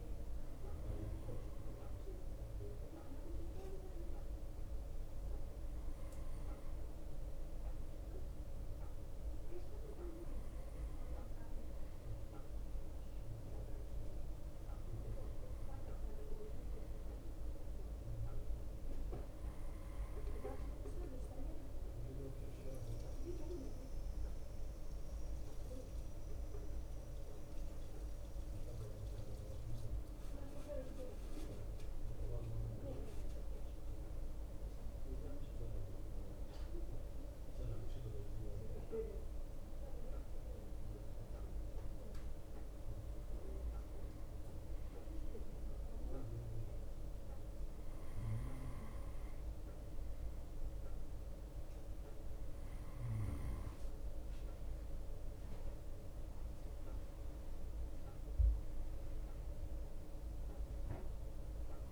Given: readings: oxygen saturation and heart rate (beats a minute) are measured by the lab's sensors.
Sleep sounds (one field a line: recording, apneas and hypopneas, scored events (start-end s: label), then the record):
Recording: breathing in sleep by a room microphone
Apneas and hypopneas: none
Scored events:
0.00-61.92 s: bradycardia (device-marked)
5.00-7.00 s: long interval between heartbeats (device-marked, heart rate 30 before, 28 extreme)
10.50-12.50 s: long interval between heartbeats (device-marked, heart rate 34 before, 45 extreme)
12.00-16.00 s: drop in pulse transit time (device-marked, heart rate 36 before, 45 extreme)
38.50-40.50 s: long interval between heartbeats (device-marked)
43.50-45.50 s: long interval between heartbeats (device-marked)
46.00-48.00 s: long interval between heartbeats (device-marked)
51.00-53.00 s: long interval between heartbeats (device-marked)
52.00-57.00 s: drop in pulse transit time (device-marked)
From the record:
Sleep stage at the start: N2 (light sleep)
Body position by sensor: on the right side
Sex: male